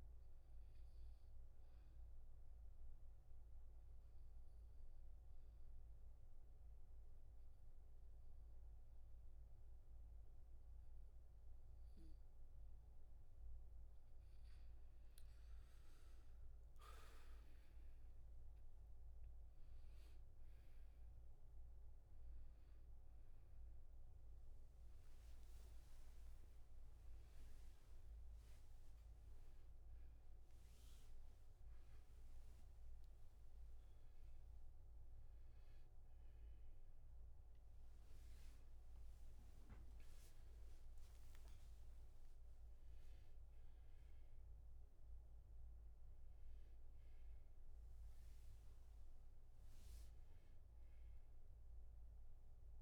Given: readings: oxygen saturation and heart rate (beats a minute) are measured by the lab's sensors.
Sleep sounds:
a person awake in a sleep study, hard to hear, by a room microphone; 1
2.00-13.50 s: obstructive apnea (oxygen 99% before, 84% lowest, heart rate 73 before, 66 extreme, up 13 after)
6.00-50.00 s: oxygen desaturation (device-marked, oxygen 98% before, 84% lowest, heart rate 70 before, 66 extreme)
15.00-45.00 s: new sleep stage, awake
45.00-52.81 s: new sleep stage, N1 (lightest sleep)
From the record:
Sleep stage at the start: N2 (light sleep); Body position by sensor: on the back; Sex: male

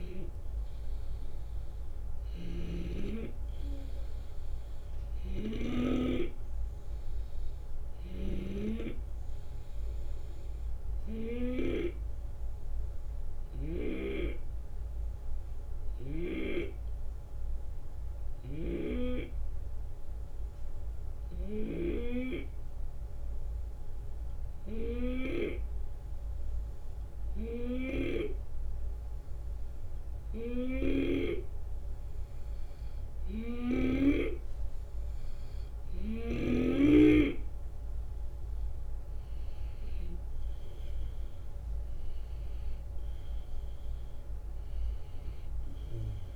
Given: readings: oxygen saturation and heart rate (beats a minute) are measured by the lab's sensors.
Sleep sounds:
breathing in sleep by a room microphone; 1
0.00-2.50 s: arousal
2.00-13.50 s: snoring (device-marked)
12.00-31.00 s: hypopnea (oxygen 95% before, 90% lowest, heart rate 75 before, 70 extreme, up 8 after)
18.00-21.50 s: snoring (device-marked)
30.50-34.00 s: snoring (device-marked)
36.00-39.50 s: arousal
38.50-46.36 s: drop in pulse transit time (device-marked, heart rate 72 before, 76 extreme)
From the record:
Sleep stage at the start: N2 (light sleep); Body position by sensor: on the left side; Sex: male

